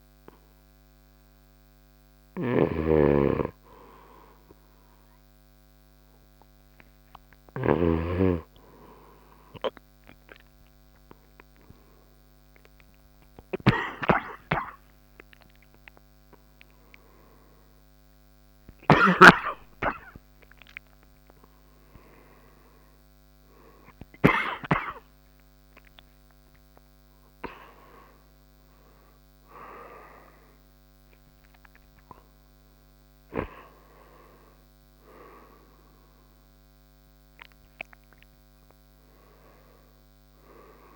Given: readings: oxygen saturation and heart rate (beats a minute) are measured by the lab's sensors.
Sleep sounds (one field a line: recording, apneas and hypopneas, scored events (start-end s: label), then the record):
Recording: a person awake in a sleep study, by a microphone on the trachea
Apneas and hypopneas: none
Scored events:
0.00-14.00 s: oxygen desaturation (device-marked, oxygen 90% lowest, heart rate 60 extreme)
2.50-25.00 s: snoring (device-marked)
14.00-36.00 s: drop in pulse transit time (device-marked, heart rate 67 before, 79 extreme)
15.00-40.96 s: new sleep stage, awake
From the record:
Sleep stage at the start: N3 (deep sleep)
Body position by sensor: on the right side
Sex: male